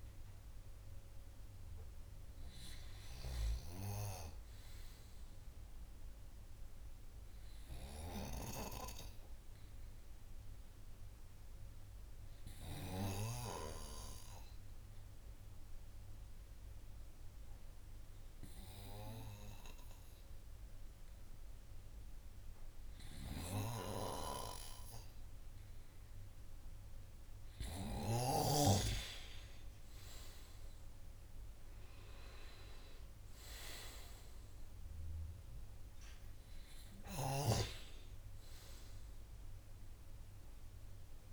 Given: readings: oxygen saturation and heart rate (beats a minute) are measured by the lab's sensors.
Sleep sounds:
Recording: breathing in sleep by a room microphone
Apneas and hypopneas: 1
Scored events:
4.00-7.50 s: arousal
11.50-23.50 s: obstructive apnea (oxygen 98% before, 94% lowest, heart rate 59 before, 49 extreme, up 13 after)
29.50-33.00 s: arousal
32.50-41.33 s: oxygen desaturation (device-marked, oxygen 97% before, 94% lowest, heart rate 66 before, 49 extreme)
From the record:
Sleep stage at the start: N2 (light sleep)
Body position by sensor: on the right side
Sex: male

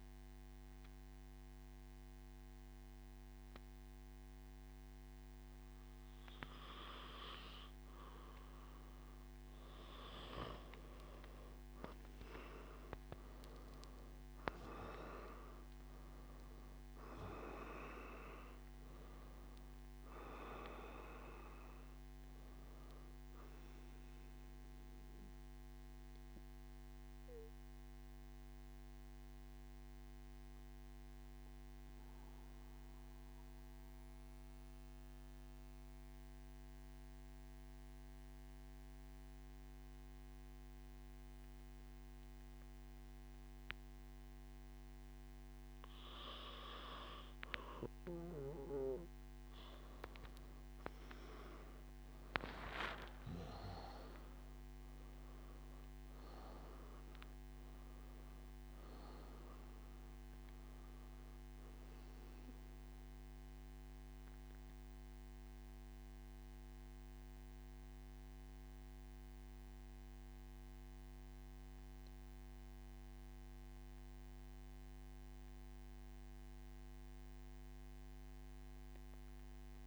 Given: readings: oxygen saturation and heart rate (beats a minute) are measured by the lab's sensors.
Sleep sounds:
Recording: breathing in sleep by a microphone on the trachea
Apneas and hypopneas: none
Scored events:
12.50-33.50 s: oxygen desaturation (device-marked, oxygen 98% before, 93% lowest, heart rate 127 before, 82 extreme)
49.50-74.50 s: oxygen desaturation (device-marked, oxygen 98% before, 93% lowest, heart rate 115 before, 61 extreme)
From the record:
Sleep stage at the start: N2 (light sleep)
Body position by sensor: on the back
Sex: male

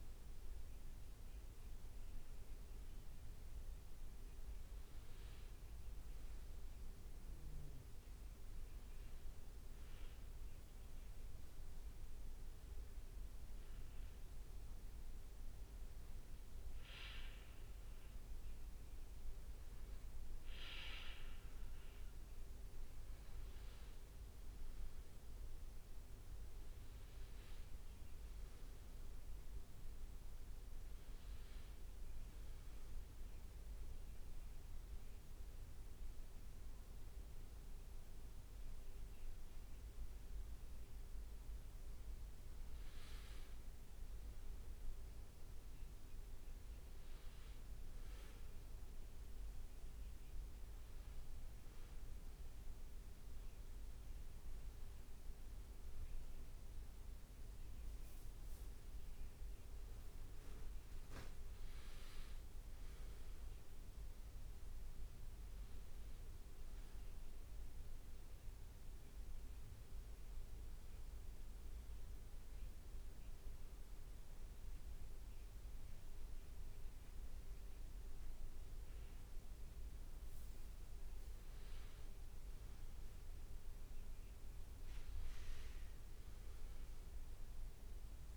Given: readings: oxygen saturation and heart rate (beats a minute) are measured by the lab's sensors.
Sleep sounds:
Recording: breathing in sleep, hard to hear, by a room microphone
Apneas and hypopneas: 1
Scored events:
58.50-63.50 s: arousal
59.50-62.50 s: leg movement (device-marked)
68.50-80.00 s: hypopnea (oxygen 98% before, 96% lowest, heart rate 68 before, 57 extreme, up 5 after)
81.00-85.50 s: leg movement (device-marked)
84.00-88.37 s: arousal
From the record:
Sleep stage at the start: N2 (light sleep)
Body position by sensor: on the back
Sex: male

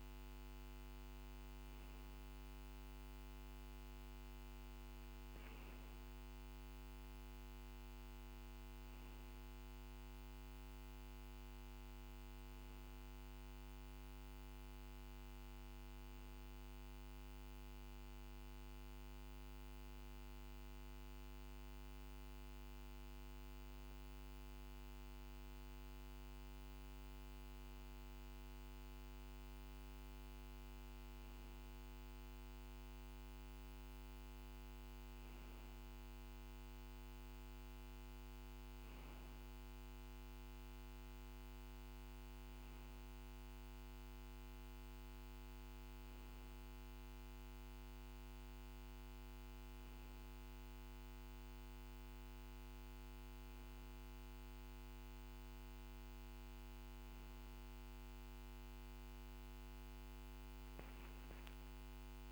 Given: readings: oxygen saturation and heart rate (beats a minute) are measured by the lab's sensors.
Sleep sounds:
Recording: breathing in sleep, hard to hear, by a microphone on the trachea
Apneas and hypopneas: none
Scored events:
none scored
From the record:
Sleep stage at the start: N2 (light sleep)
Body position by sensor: on the back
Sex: male

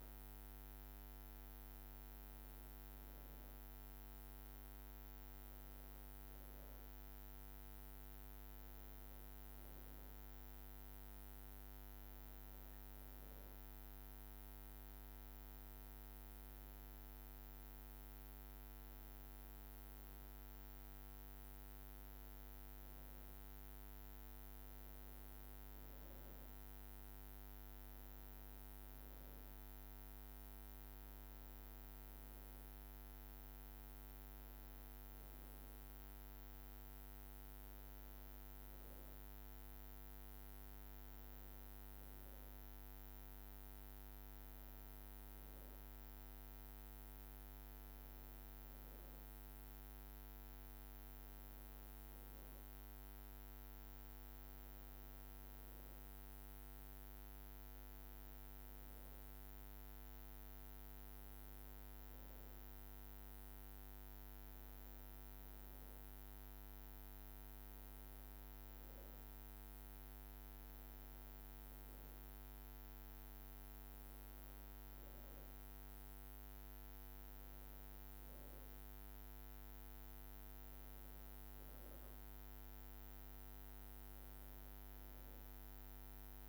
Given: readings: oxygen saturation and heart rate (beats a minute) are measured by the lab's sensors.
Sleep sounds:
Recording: breathing in sleep, hard to hear, by a microphone on the trachea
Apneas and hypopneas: none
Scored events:
35.00-86.49 s: new sleep stage, N2 (light sleep)
From the record:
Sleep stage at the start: N1 (lightest sleep)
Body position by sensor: on the back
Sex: female

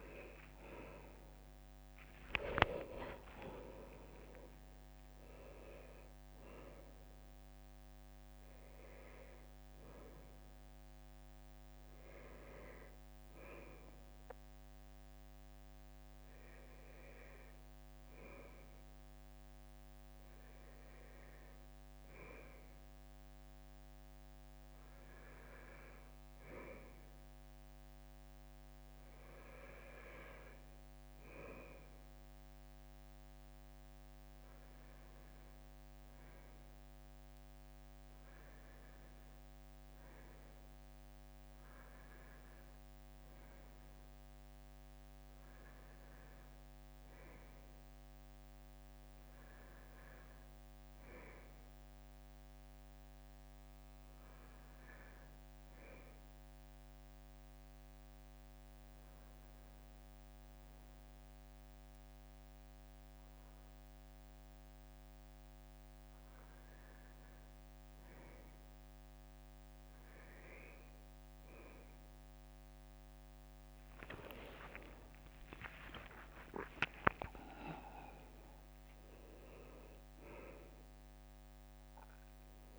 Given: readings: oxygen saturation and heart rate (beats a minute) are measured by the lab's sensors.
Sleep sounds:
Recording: a person awake in a sleep study, by a microphone on the trachea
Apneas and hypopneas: none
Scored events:
0.00-2.00 s: long interval between heartbeats (device-marked, heart rate 102 before, 107 extreme)
3.50-5.50 s: long interval between heartbeats (device-marked, heart rate 110 before, 99 extreme)
73.50-80.00 s: leg movement (device-marked)
76.00-78.00 s: long interval between heartbeats (device-marked, heart rate 63 before, 73 extreme)
From the record:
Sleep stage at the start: awake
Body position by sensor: on the right side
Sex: male

